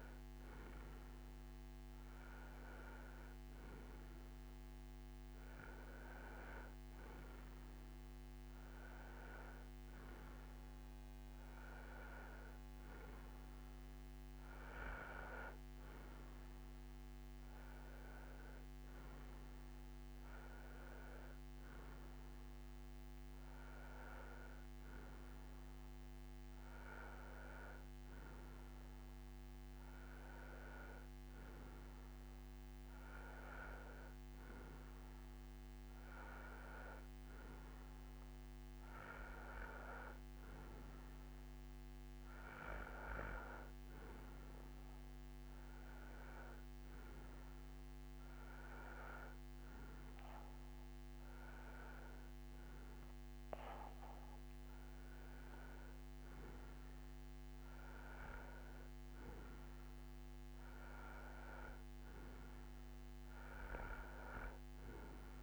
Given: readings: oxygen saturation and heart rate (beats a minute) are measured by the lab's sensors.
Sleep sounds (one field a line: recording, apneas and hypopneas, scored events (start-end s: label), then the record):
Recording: breathing in sleep by a microphone on the trachea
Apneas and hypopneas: none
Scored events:
none scored
From the record:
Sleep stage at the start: N2 (light sleep)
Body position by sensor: on the right side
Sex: male